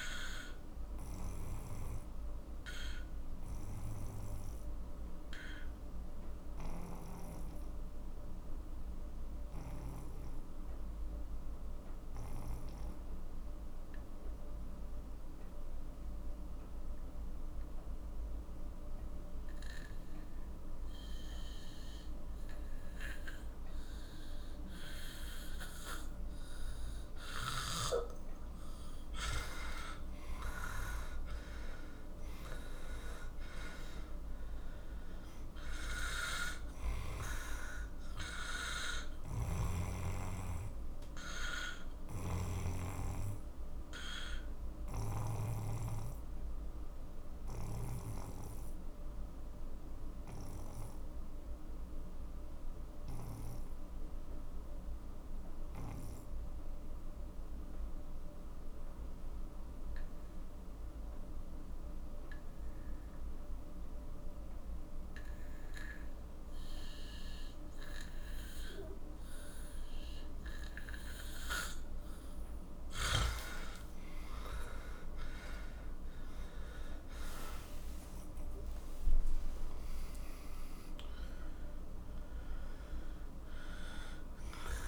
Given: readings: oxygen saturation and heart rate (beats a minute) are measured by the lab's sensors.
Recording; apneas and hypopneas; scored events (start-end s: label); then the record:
breathing in sleep by a room microphone; 2
0.00-12.50 s: oxygen desaturation (device-marked, oxygen 91% lowest, heart rate 42 extreme)
2.00-28.00 s: obstructive apnea (oxygen 98% before, 90% lowest, heart rate 54 before, 42 extreme, up 12 after)
26.50-55.50 s: oxygen desaturation (device-marked, oxygen 97% before, 90% lowest, heart rate 48 before, 42 extreme)
29.50-34.00 s: arousal
39.50-48.00 s: snoring (device-marked)
42.00-72.00 s: obstructive apnea (oxygen 98% before, 90% lowest, heart rate 57 before, 42 extreme, up 22 after)
71.50-84.88 s: oxygen desaturation (device-marked, oxygen 97% before, 90% lowest, heart rate 49 before, 42 extreme)
75.00-79.50 s: arousal
From the record:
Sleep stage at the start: N2 (light sleep); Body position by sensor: on the back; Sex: male